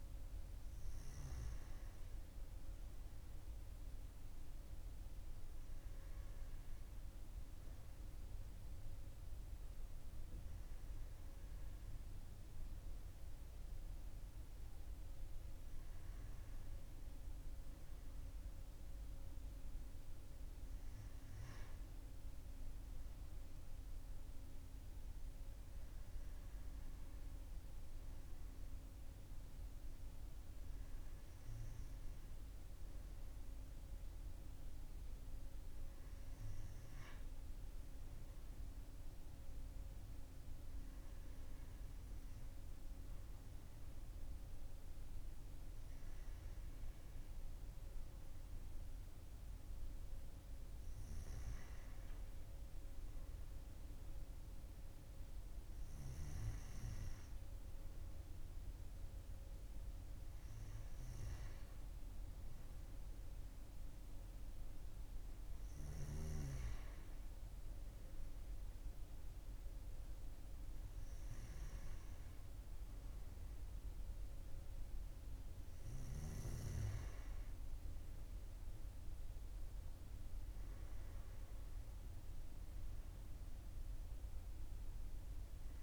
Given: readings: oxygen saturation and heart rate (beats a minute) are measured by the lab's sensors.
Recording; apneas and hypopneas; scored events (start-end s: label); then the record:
breathing in sleep, hard to hear, by a room microphone; none
none scored
From the record:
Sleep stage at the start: N2 (light sleep); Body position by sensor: on the right side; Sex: male